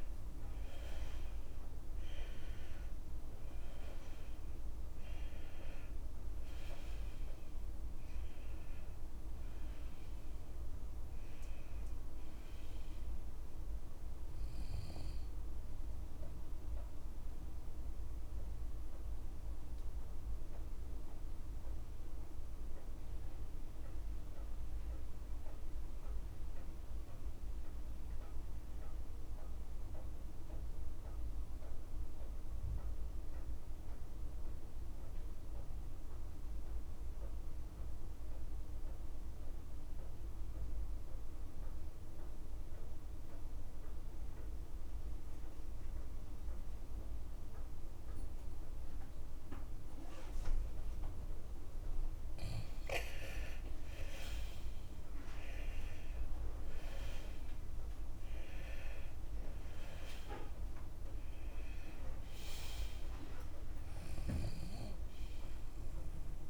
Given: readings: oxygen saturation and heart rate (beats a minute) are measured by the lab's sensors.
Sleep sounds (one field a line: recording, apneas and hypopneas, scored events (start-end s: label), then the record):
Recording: breathing in sleep, hard to hear, by a room microphone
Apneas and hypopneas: 1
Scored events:
0.00-1.50 s: arousal
0.00-1.50 s: long interval between heartbeats (device-marked, heart rate 66 extreme)
0.00-36.00 s: oxygen desaturation (device-marked, oxygen 84% lowest)
2.50-4.50 s: long interval between heartbeats (device-marked, heart rate 52 before, 79 extreme)
10.50-12.50 s: long interval between heartbeats (device-marked, heart rate 52 before, 48 extreme)
14.00-16.00 s: long interval between heartbeats (device-marked, heart rate 55 before, 96 extreme)
16.00-18.00 s: long interval between heartbeats (device-marked, heart rate 61 before, 89 extreme)
17.00-52.50 s: mixed apnea (oxygen 94% before, 84% lowest)
46.00-66.50 s: oxygen desaturation (device-marked, oxygen 98% before, 87% lowest, heart rate 52 before, 29 extreme)
53.00-55.00 s: long interval between heartbeats (device-marked, heart rate 54 before, 61 extreme)
55.00-59.50 s: arousal
58.00-60.00 s: long interval between heartbeats (device-marked, heart rate 54 before, 47 extreme)
From the record:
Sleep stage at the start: N2 (light sleep)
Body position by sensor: on the left side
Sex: male